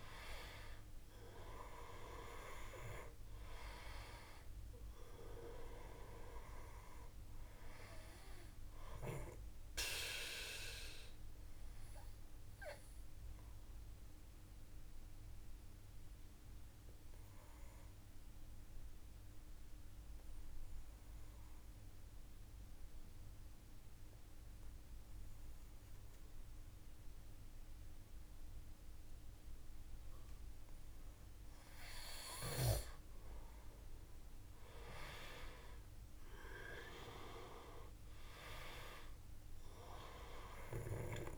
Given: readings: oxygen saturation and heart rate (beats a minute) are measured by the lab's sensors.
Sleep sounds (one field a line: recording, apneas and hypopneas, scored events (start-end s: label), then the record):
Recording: breathing in sleep by a room microphone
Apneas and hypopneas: 1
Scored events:
1.50-23.50 s: oxygen desaturation (device-marked, oxygen 97% before, 90% lowest, heart rate 55 before, 54 extreme)
9.50-29.50 s: obstructive apnea (oxygen 97% before, 90% lowest, heart rate 55 before, 54 extreme, up 0 after)
33.00-37.00 s: arousal
39.50-41.38 s: oxygen desaturation (device-marked, oxygen 96% before, 90% lowest, heart rate 56 before, 54 extreme)
From the record:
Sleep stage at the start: N2 (light sleep)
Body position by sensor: on the back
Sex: male